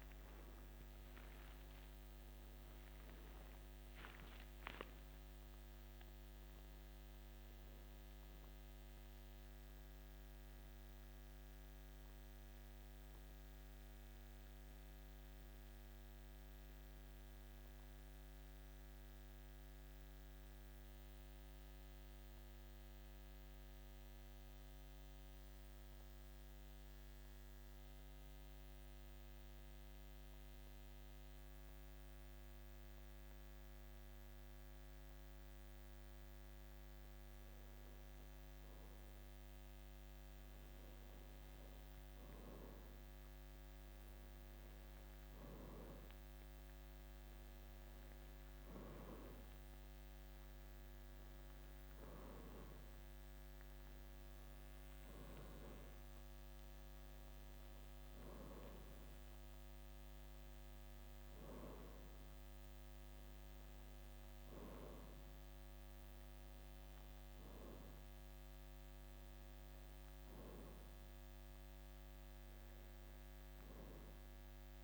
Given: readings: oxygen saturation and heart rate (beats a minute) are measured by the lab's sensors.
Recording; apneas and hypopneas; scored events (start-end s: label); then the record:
breathing in sleep by a microphone on the trachea; 1
0.00-4.00 s: arousal
10.50-38.00 s: hypopnea (oxygen 93% before, 90% lowest, heart rate 55 before, 51 extreme, up 2 after)
41.00-45.00 s: arousal
From the record:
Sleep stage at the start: REM sleep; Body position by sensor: on the back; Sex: male